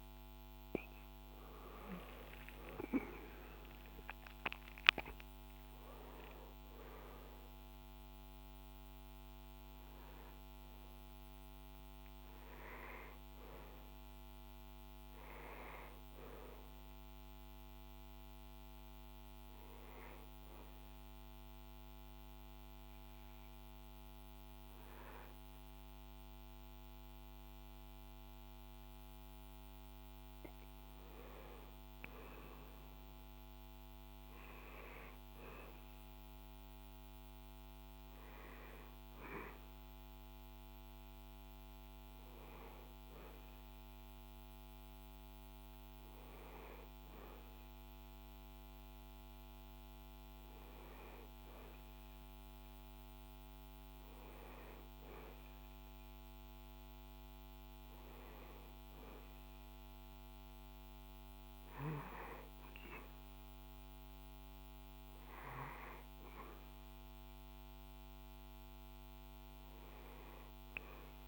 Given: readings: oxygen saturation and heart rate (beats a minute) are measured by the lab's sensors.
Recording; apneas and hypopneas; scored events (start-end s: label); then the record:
a person awake in a sleep study, by a microphone on the trachea; none
none scored
From the record:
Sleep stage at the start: awake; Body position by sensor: on the back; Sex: male